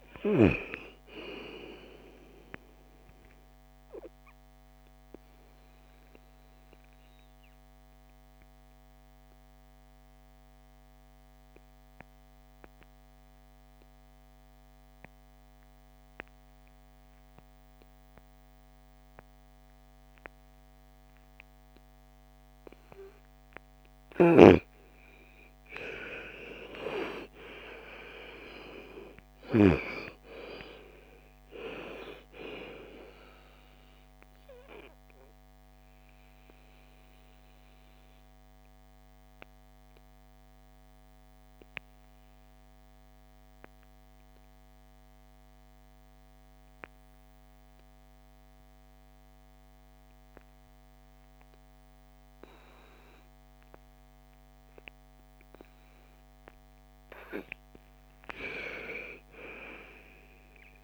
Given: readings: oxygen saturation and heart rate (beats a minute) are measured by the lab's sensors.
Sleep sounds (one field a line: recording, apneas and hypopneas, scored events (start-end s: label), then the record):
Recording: breathing in sleep by a microphone on the trachea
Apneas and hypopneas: 2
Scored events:
0.00-12.50 s: oxygen desaturation (device-marked, oxygen 87% lowest, heart rate 36 extreme)
6.50-23.00 s: obstructive apnea (oxygen 97% before, 85% lowest, heart rate 58 before, 36 extreme, up 30 after)
24.00-29.50 s: snoring (device-marked)
25.00-29.50 s: arousal
27.50-49.50 s: oxygen desaturation (device-marked, oxygen 98% before, 87% lowest, heart rate 50 before, 54 extreme)
35.50-56.50 s: obstructive apnea (oxygen 98% before, 85% lowest, heart rate 58 before, 54 extreme, up 13 after)
57.50-60.84 s: oxygen desaturation (device-marked, oxygen 98% before, 85% lowest, heart rate 56 before, 47 extreme)
58.00-60.84 s: arousal
From the record:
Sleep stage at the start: N2 (light sleep)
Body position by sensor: on the right side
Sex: female